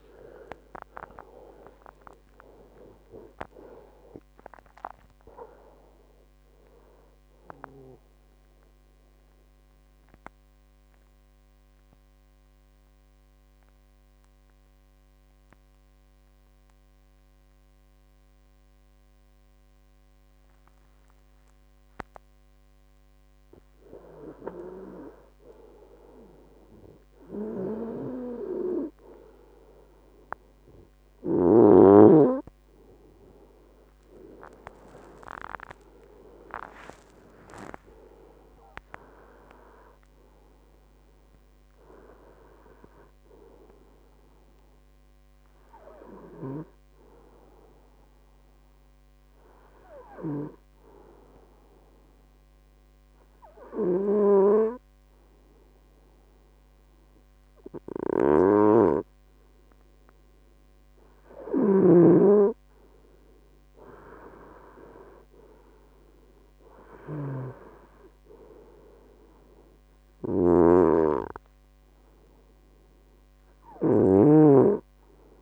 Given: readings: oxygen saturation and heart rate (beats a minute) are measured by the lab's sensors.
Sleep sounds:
breathing in sleep by a microphone on the trachea; 2
6.50-23.50 s: oxygen desaturation (device-marked, oxygen 89% before, 81% lowest, heart rate 80 before, 63 extreme)
8.00-24.50 s: mixed apnea (oxygen 94% before, 81% lowest, heart rate 82 before, 63 extreme, up 13 after)
33.50-37.50 s: arousal
40.50-56.50 s: oxygen desaturation (device-marked, oxygen 98% before, 93% lowest, heart rate 73 before, 71 extreme)
50.50-61.50 s: hypopnea (oxygen 99% before, 93% lowest, heart rate 77 before, 71 extreme, up 7 after)
61.50-74.50 s: snoring (device-marked)
66.00-70.00 s: arousal
From the record:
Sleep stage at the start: N2 (light sleep); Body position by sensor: on the right side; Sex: male

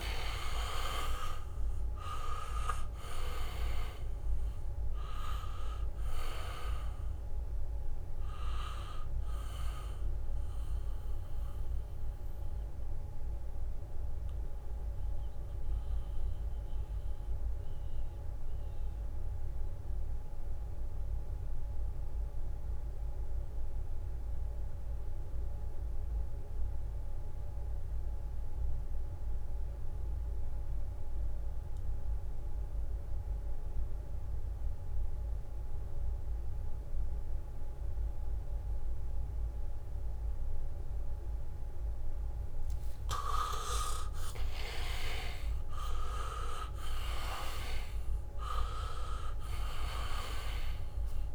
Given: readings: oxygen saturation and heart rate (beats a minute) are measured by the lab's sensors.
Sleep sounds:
breathing in sleep by a room microphone; 1
0.00-4.50 s: arousal
0.00-31.50 s: oxygen desaturation (device-marked, oxygen 79% lowest, heart rate 62 extreme)
14.00-43.00 s: mixed apnea (oxygen 98% before, 78% lowest, heart rate 67 before, 62 extreme, up 1 after)
37.50-51.35 s: oxygen desaturation (device-marked, oxygen 99% before, 78% lowest, heart rate 70 before, 62 extreme)
45.00-49.50 s: arousal
From the record:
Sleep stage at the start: N2 (light sleep); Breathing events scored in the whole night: 390 in 4.1 hours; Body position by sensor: on the back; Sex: male

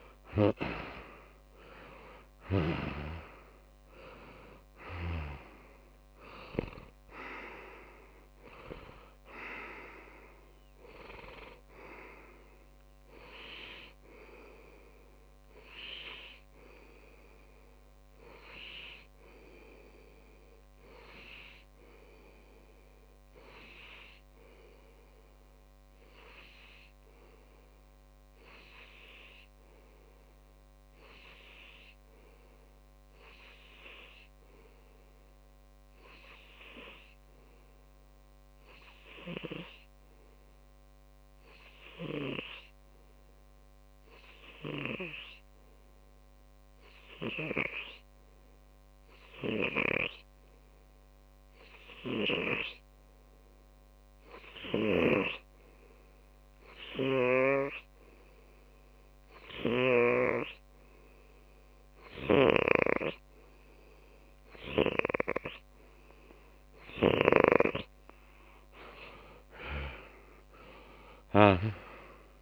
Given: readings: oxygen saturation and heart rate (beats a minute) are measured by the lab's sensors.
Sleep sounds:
breathing in sleep by a microphone on the trachea; 1
0.00-2.00 s: arousal
18.50-67.50 s: hypopnea (oxygen 94% before, 93% lowest)
70.50-72.41 s: arousal
From the record:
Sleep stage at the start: N2 (light sleep); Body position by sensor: on the back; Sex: male

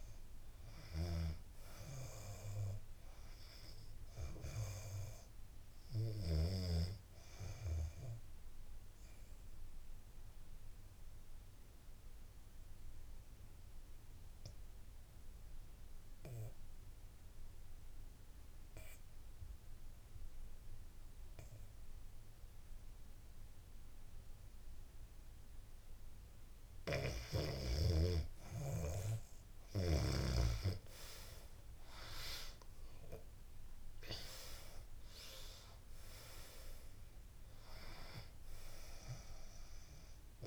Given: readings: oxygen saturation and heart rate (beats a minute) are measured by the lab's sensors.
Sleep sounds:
breathing in sleep by a room microphone; 1
6.50-24.50 s: obstructive apnea (oxygen 98% before, 83% lowest, heart rate 76 before, 68 extreme, up 8 after)
26.00-40.47 s: oxygen desaturation (device-marked, oxygen 95% before, 83% lowest, heart rate 71 before, 70 extreme)
29.50-34.50 s: arousal
From the record:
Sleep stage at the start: REM sleep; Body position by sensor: on the back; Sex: female

